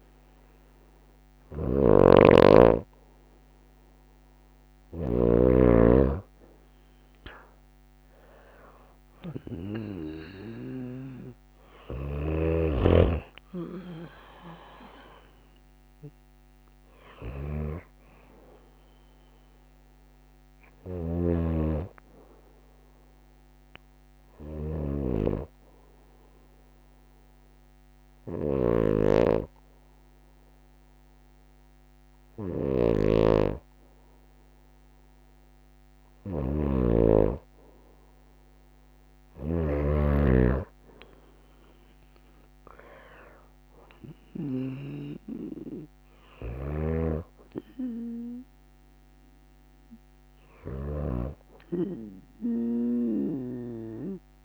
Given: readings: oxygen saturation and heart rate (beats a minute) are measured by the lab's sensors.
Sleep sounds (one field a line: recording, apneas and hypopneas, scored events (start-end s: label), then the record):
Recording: breathing in sleep by a microphone on the trachea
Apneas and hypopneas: none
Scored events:
0.00-5.00 s: snoring (device-marked)
20.50-24.50 s: snoring (device-marked)
35.50-39.00 s: snoring (device-marked)
From the record:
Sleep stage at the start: N2 (light sleep)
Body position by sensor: on the right side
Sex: female